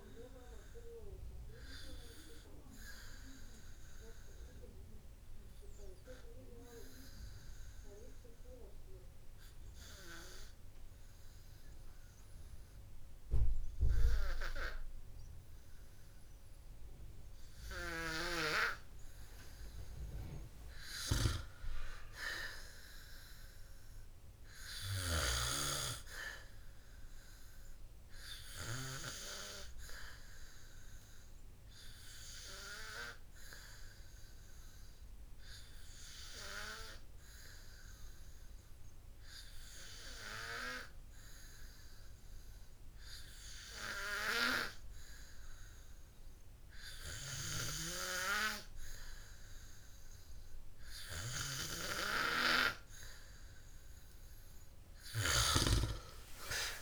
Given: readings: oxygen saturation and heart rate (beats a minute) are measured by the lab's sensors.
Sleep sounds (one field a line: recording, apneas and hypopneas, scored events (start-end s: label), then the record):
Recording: breathing in sleep by a room microphone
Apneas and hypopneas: none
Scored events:
16.00-26.00 s: oxygen desaturation (device-marked, oxygen 98% before, 94% lowest, heart rate 55 before, 53 extreme)
47.00-54.00 s: oxygen desaturation (device-marked, oxygen 98% before, 96% lowest, heart rate 57 before, 53 extreme)
From the record:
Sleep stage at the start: N2 (light sleep)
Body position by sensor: on the back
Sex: male